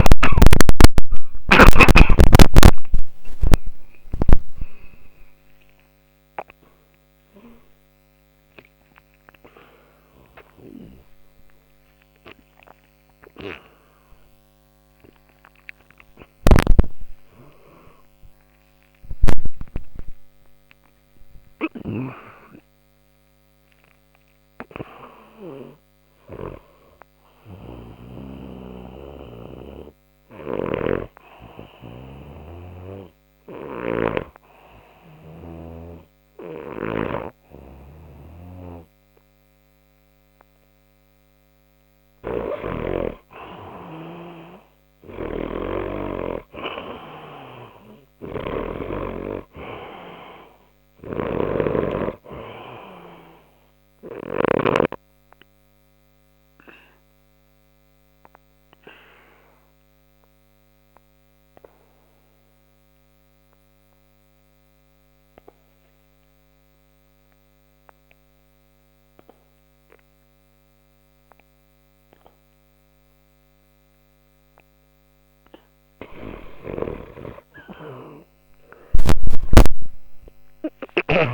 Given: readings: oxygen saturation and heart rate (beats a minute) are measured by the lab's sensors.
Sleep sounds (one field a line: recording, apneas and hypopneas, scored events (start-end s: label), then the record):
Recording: breathing in sleep by a microphone on the trachea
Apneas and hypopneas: 2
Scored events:
0.00-1.50 s: arousal
0.00-1.50 s: snoring (device-marked)
0.00-19.00 s: oxygen desaturation (device-marked, oxygen 92% lowest, heart rate 59 extreme)
14.50-22.00 s: snoring (device-marked)
17.00-21.00 s: arousal
28.00-41.50 s: hypopnea (oxygen 96% before, 93% lowest, heart rate 72 before, 59 extreme, up 1 after)
30.00-35.50 s: snoring (device-marked)
35.00-42.00 s: oxygen desaturation (device-marked, oxygen 96% before, 93% lowest, heart rate 72 before, 60 extreme)
44.00-48.00 s: arousal
51.00-54.50 s: snoring (device-marked)
54.50-75.50 s: obstructive apnea (oxygen 98% before, 91% lowest, heart rate 60 before, 59 extreme, up 21 after)
55.00-73.00 s: oxygen desaturation (device-marked, oxygen 98% before, 93% lowest, heart rate 60 before, 59 extreme)
78.50-81.34 s: arousal
From the record:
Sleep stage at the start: N2 (light sleep)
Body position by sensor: on the back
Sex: male